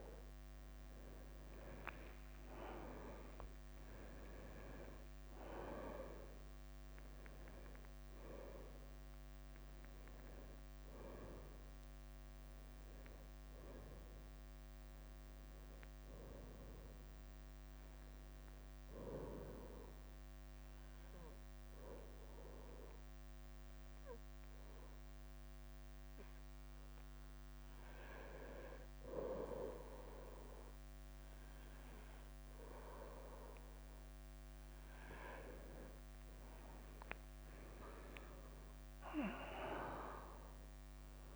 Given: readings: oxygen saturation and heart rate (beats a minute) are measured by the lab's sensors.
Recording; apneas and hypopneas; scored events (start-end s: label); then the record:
breathing in sleep by a microphone on the trachea; 1
0.00-1.00 s: bradycardia (device-marked, heart rate 62 extreme)
2.50-6.50 s: arousal
6.00-31.00 s: oxygen desaturation (device-marked, oxygen 99% before, 94% lowest, heart rate 67 before, 55 extreme)
16.00-22.00 s: bradycardia (device-marked, heart rate 53 before, 58 extreme)
17.00-41.36 s: new sleep stage, N2 (light sleep)
19.00-29.00 s: hypopnea (oxygen 99% before, 93% lowest, heart rate 64 before, 57 extreme, up 8 after)
32.00-38.00 s: bradycardia (device-marked, heart rate 53 before, 57 extreme)
36.00-41.36 s: arousal
From the record:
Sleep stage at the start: N1 (lightest sleep); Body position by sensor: on the back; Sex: male